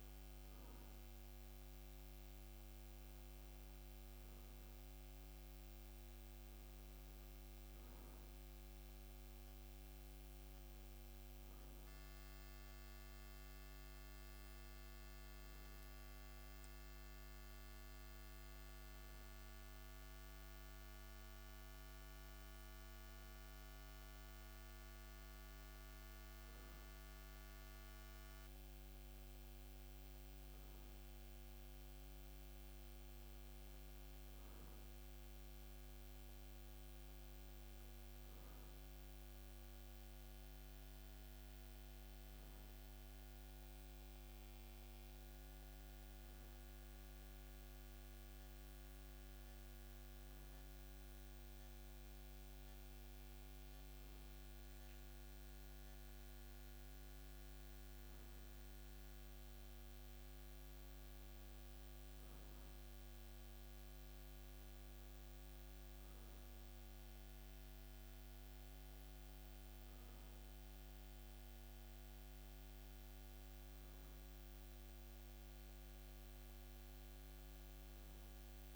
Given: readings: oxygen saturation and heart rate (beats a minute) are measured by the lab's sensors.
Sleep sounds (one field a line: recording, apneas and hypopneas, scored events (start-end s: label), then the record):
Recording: breathing in sleep, hard to hear, by a microphone on the trachea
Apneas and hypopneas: none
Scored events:
none scored
From the record:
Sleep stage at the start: N2 (light sleep)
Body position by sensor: on the back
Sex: male